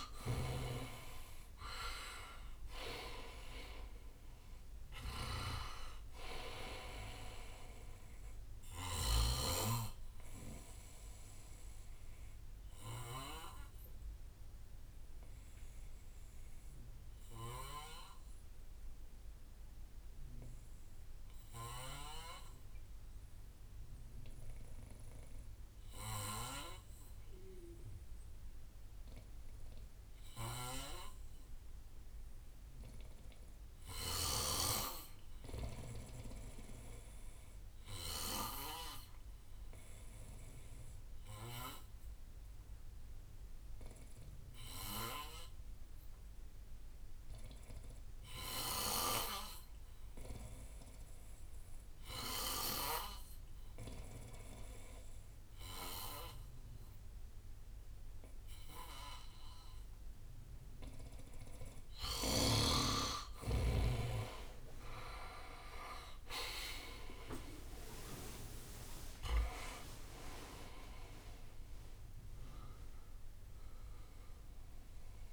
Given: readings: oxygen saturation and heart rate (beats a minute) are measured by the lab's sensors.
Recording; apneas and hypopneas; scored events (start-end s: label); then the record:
breathing in sleep by a room microphone; 1
0.00-2.50 s: arousal
0.00-11.50 s: drop in pulse transit time (device-marked, heart rate 62 extreme)
0.00-22.50 s: oxygen desaturation (device-marked, oxygen 88% lowest, heart rate 57 extreme)
13.50-60.50 s: obstructive apnea (oxygen 94% before, 86% lowest, heart rate 68 before, 58 extreme, up 12 after)
31.50-75.33 s: oxygen desaturation (device-marked, oxygen 99% before, 86% lowest, heart rate 62 before, 58 extreme)
35.50-39.50 s: bradycardia (device-marked, heart rate 64 before, 59 extreme)
65.00-69.50 s: arousal
66.50-75.33 s: drop in pulse transit time (device-marked, heart rate 67 before, 74 extreme)
From the record:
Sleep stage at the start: N2 (light sleep); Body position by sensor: on the back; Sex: male